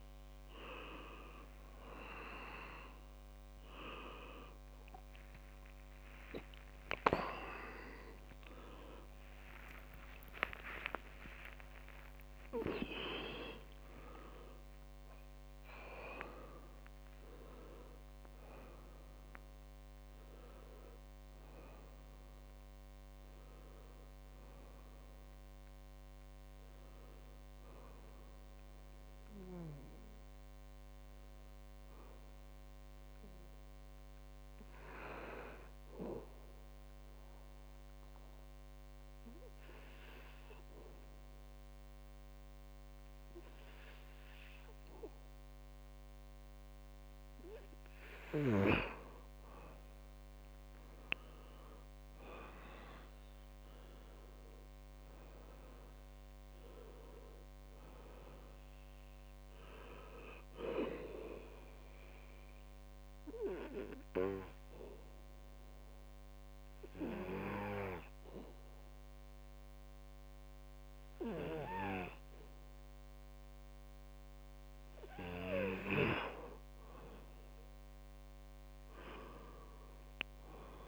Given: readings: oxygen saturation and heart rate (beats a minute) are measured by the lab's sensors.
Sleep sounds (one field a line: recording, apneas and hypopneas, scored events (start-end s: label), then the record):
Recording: breathing in sleep by a microphone on the trachea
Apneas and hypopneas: 2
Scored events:
0.00-24.50 s: oxygen desaturation (device-marked, oxygen 91% lowest, heart rate 60 extreme)
2.00-4.00 s: long interval between heartbeats (device-marked, heart rate 65 before, 79 extreme)
6.50-12.00 s: arousal
6.50-13.50 s: tachycardia (device-marked, heart rate 66 before, 128 extreme)
10.50-12.50 s: long interval between heartbeats (device-marked, heart rate 74 before, 126 extreme)
36.50-48.50 s: obstructive apnea (oxygen 98% before, 93% lowest, heart rate 77 before, 60 extreme, up 10 after)
50.00-54.00 s: arousal
55.50-79.50 s: oxygen desaturation (device-marked, oxygen 99% before, 93% lowest, heart rate 63 before, 61 extreme)
63.00-75.50 s: obstructive apnea (oxygen 99% before, 92% lowest, heart rate 66 before, 61 extreme, up 8 after)
79.00-80.88 s: arousal
From the record:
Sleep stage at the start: N2 (light sleep)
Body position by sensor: on the back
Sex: male